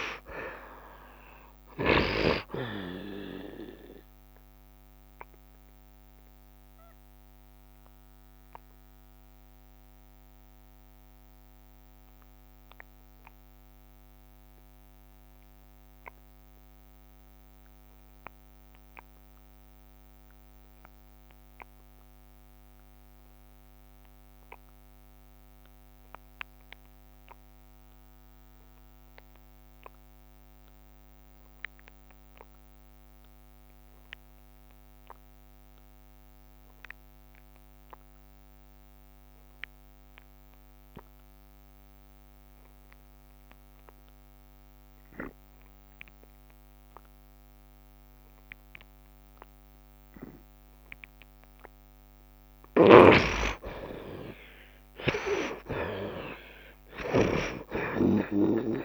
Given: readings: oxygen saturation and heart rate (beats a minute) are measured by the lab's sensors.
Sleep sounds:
breathing in sleep by a microphone on the trachea; 1
0.00-21.00 s: oxygen desaturation (device-marked, oxygen 57% lowest, heart rate 66 extreme)
6.00-51.50 s: obstructive apnea (oxygen 66% before, 57% lowest, heart rate 74 before, 69 extreme, up 5 after)
26.00-58.85 s: oxygen desaturation (device-marked, oxygen 87% before, 57% lowest, heart rate 71 before, 68 extreme)
54.00-58.85 s: arousal
From the record:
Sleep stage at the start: N2 (light sleep); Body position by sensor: on the right side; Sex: male

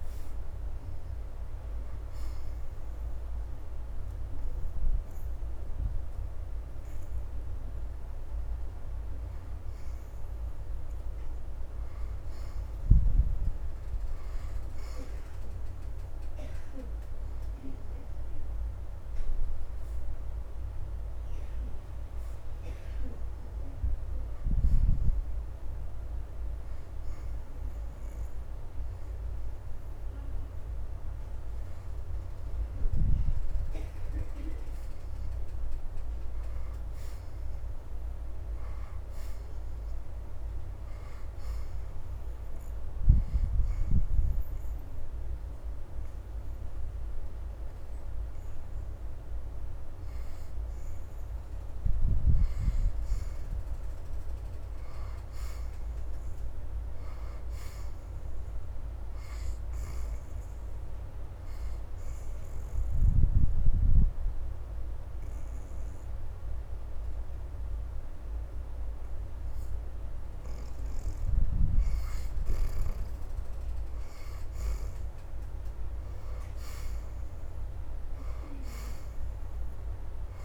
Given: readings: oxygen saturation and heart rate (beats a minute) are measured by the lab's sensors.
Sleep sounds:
breathing in sleep by a room microphone; 1
0.00-2.50 s: arousal
5.50-22.50 s: oxygen desaturation (device-marked, oxygen 83% before, 75% lowest, heart rate 78 before, 74 extreme)
24.50-29.50 s: arousal
31.50-41.50 s: oxygen desaturation (device-marked, oxygen 84% before, 76% lowest, heart rate 78 before, 75 extreme)
50.50-61.50 s: oxygen desaturation (device-marked, oxygen 80% before, 74% lowest, heart rate 79 before, 75 extreme)
62.50-72.50 s: obstructive apnea (oxygen 81% before, 64% lowest, heart rate 78 before, 75 extreme, up 4 after)
63.50-77.50 s: oxygen desaturation (device-marked, oxygen 82% before, 71% lowest, heart rate 78 before, 75 extreme)
74.50-78.00 s: arousal
From the record:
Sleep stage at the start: N2 (light sleep); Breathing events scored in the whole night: 213 in 3.1 hours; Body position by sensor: on the back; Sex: female

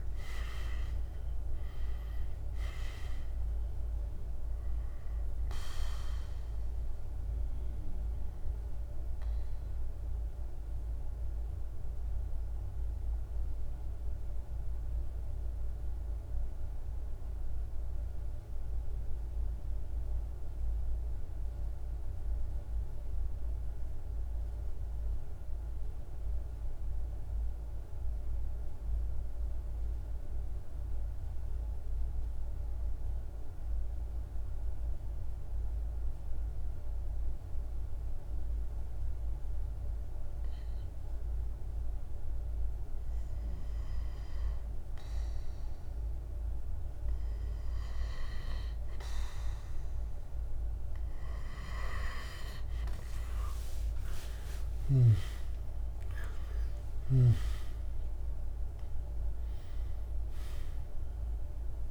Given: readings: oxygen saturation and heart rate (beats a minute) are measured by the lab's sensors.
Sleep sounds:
breathing in sleep by a room microphone; 1
0.00-18.50 s: oxygen desaturation (device-marked, oxygen 87% lowest, heart rate 46 extreme)
6.50-47.00 s: mixed apnea (oxygen 97% before, 87% lowest, heart rate 60 before, 48 extreme, up 22 after)
36.50-61.91 s: oxygen desaturation (device-marked, oxygen 99% before, 88% lowest, heart rate 50 before, 48 extreme)
51.50-57.00 s: arousal
From the record:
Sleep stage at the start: N2 (light sleep); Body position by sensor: on the back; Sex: male

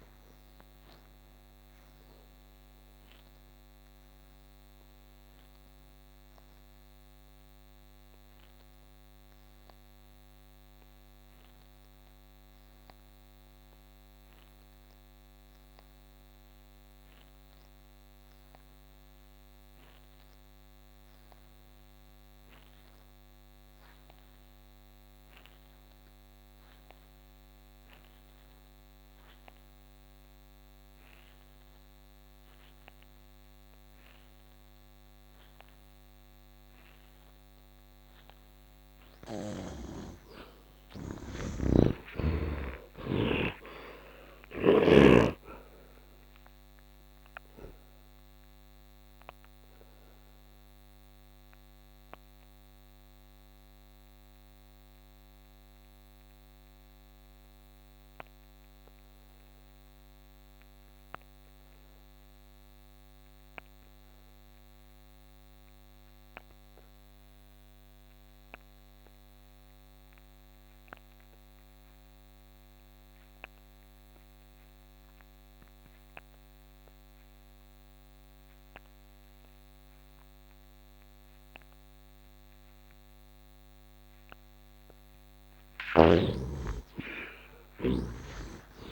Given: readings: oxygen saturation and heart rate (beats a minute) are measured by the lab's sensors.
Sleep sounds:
breathing in sleep by a microphone on the trachea; 2
0.00-16.50 s: oxygen desaturation (device-marked, oxygen 55% lowest, heart rate 65 extreme)
0.50-37.00 s: obstructive apnea (oxygen 92% before, 51% lowest, heart rate 75 before, 65 extreme, up 10 after)
27.50-60.50 s: oxygen desaturation (device-marked, oxygen 93% before, 51% lowest, heart rate 68 before, 64 extreme)
38.50-42.00 s: arousal
41.00-45.00 s: snoring (device-marked)
45.00-83.00 s: obstructive apnea (oxygen 93% before, 51% lowest, heart rate 77 before, 64 extreme, up 18 after)
76.50-88.92 s: oxygen desaturation (device-marked, oxygen 90% before, 52% lowest, heart rate 67 before, 68 extreme)
86.00-88.92 s: arousal
From the record:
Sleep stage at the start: N2 (light sleep); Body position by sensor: on the back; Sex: male

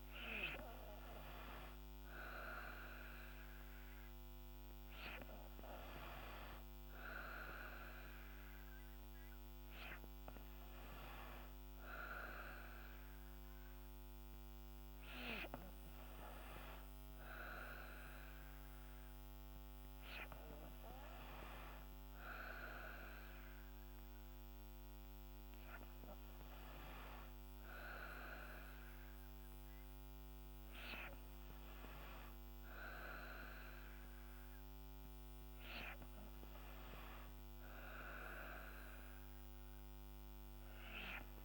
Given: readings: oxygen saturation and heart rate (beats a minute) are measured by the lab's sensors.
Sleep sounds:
breathing in sleep by a microphone on the trachea; none
30.00-41.45 s: new sleep stage, N3 (deep sleep)
From the record:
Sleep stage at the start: N2 (light sleep); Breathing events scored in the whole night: 168 in 4.4 hours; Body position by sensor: on the back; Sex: female

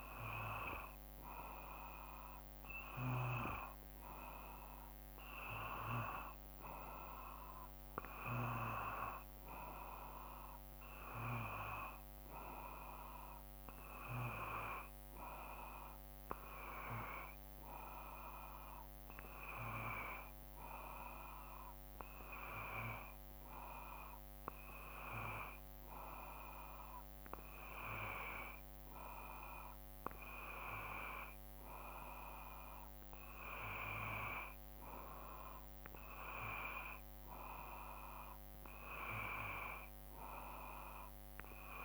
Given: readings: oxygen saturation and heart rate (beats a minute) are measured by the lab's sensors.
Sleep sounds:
breathing in sleep by a microphone on the trachea; none
none scored
From the record:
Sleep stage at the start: N2 (light sleep); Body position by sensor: on the back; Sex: male

